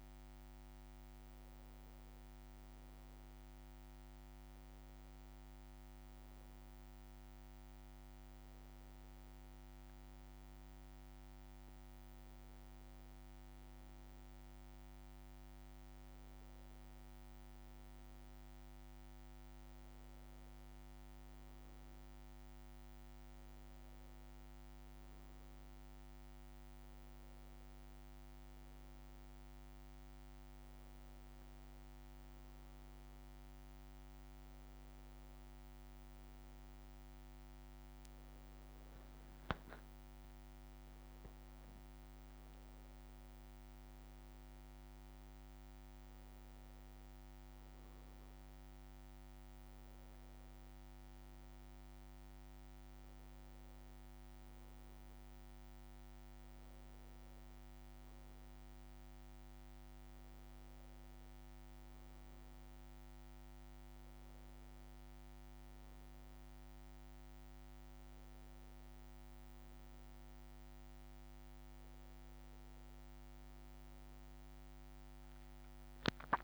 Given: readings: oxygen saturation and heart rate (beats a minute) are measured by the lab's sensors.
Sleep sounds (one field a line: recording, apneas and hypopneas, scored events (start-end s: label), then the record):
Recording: a person awake in a sleep study, hard to hear, by a microphone on the trachea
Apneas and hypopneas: none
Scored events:
none scored
From the record:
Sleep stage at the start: awake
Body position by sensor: on the back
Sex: male